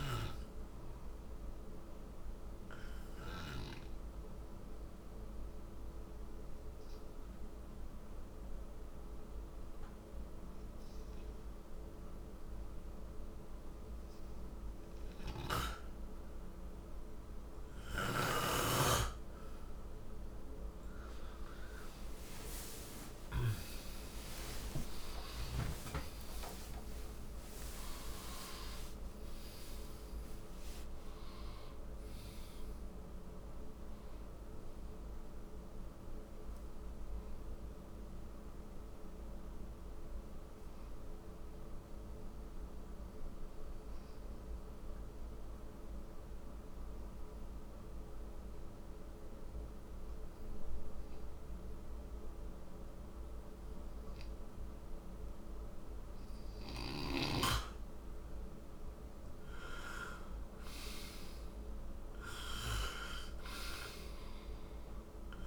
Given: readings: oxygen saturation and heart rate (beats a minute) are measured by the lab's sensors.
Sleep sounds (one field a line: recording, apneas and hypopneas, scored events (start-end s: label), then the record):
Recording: breathing in sleep by a room microphone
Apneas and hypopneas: 2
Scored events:
0.00-12.50 s: oxygen desaturation (device-marked, oxygen 94% lowest, heart rate 53 extreme)
2.50-15.00 s: obstructive apnea (oxygen 99% before, 88% lowest, heart rate 59 before, 55 extreme, up 20 after)
18.00-24.50 s: snoring (device-marked)
21.50-29.50 s: oxygen desaturation (device-marked, oxygen 95% before, 91% lowest, heart rate 58 before, 55 extreme)
23.00-30.50 s: arousal
31.50-44.50 s: oxygen desaturation (device-marked, oxygen 94% before, 89% lowest, heart rate 83 before, 55 extreme)
44.00-57.00 s: obstructive apnea (oxygen 95% before, 88% lowest, heart rate 90 before, 54 extreme, up 10 after)
53.50-65.47 s: oxygen desaturation (device-marked, oxygen 98% before, 88% lowest, heart rate 63 before, 54 extreme)
59.00-62.50 s: arousal
From the record:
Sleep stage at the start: N2 (light sleep)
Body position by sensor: on the right side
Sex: male